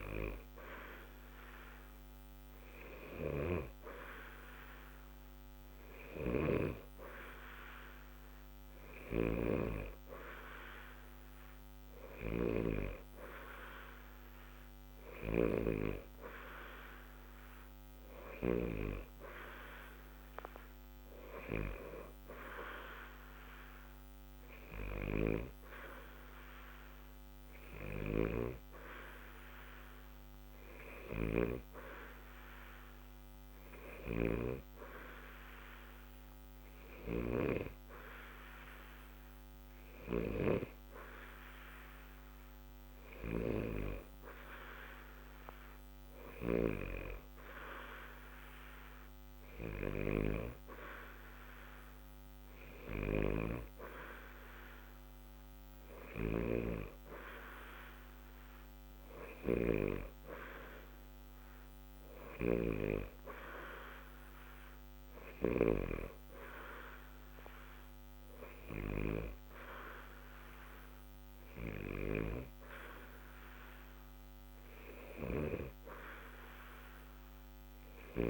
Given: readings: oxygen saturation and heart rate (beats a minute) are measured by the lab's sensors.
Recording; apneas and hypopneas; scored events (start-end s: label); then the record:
breathing in sleep by a microphone on the trachea; none
none scored
From the record:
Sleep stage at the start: N2 (light sleep); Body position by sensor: on the back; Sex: male